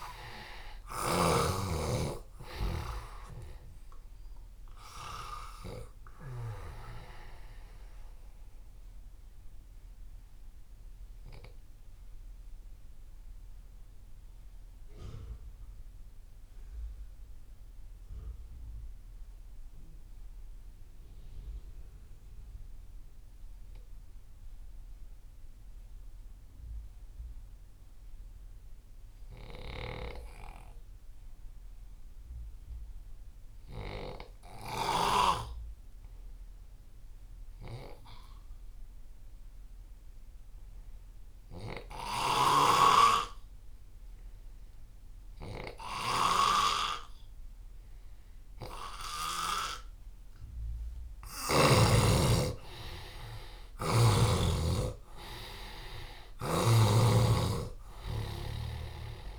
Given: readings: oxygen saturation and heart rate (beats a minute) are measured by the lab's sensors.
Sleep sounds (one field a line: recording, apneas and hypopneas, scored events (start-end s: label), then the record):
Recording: breathing in sleep by a room microphone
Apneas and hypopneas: 1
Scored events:
0.00-1.00 s: snoring (device-marked)
0.00-24.00 s: oxygen desaturation (device-marked, oxygen 87% lowest)
9.50-46.50 s: mixed apnea (oxygen 97% before, 87% lowest)
38.00-59.39 s: oxygen desaturation (device-marked, oxygen 98% before, 88% lowest)
42.00-49.50 s: snoring (device-marked)
49.50-54.50 s: arousal
56.50-59.39 s: snoring (device-marked)
From the record:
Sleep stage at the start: N2 (light sleep)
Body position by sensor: on the left side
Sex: male